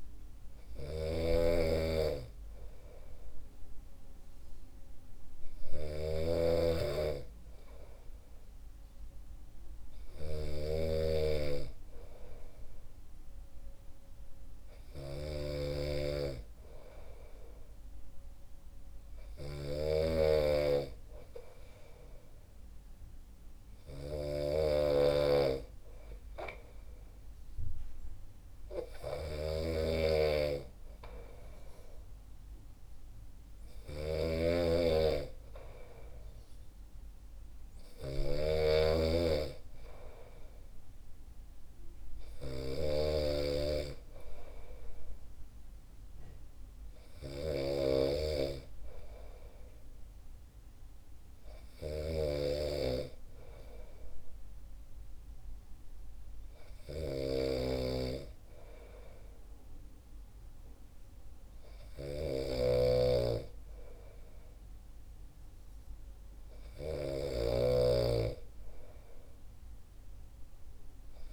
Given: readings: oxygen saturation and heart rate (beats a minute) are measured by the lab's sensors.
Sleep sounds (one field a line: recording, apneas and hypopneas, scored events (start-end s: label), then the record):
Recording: breathing in sleep by a room microphone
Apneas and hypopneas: none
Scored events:
0.00-71.33 s: snoring (device-marked)
From the record:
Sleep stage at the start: N2 (light sleep)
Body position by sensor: on the back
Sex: male